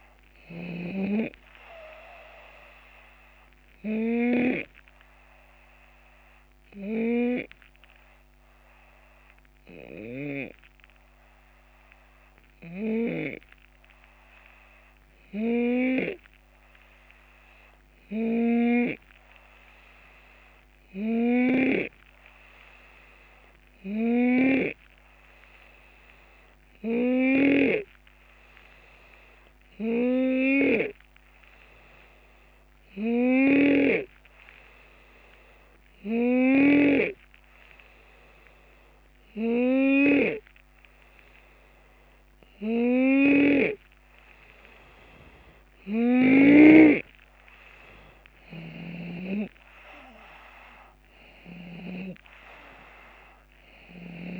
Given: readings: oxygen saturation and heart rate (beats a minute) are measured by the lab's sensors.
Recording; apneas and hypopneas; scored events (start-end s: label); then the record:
breathing in sleep by a microphone on the trachea; 1
0.00-2.00 s: oxygen desaturation (device-marked, oxygen 87% lowest, heart rate 69 extreme)
0.00-4.50 s: snoring (device-marked)
0.00-7.00 s: drop in pulse transit time (device-marked, heart rate 76 extreme)
5.00-43.50 s: hypopnea (oxygen 92% before, 88% lowest, heart rate 80 before, 69 extreme, up 5 after)
27.00-37.00 s: snoring (device-marked)
43.00-46.50 s: snoring (device-marked)
47.50-52.00 s: arousal
48.50-52.00 s: snoring (device-marked)
49.00-54.39 s: drop in pulse transit time (device-marked, heart rate 73 before, 75 extreme)
From the record:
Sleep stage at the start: N2 (light sleep); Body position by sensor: on the left side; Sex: male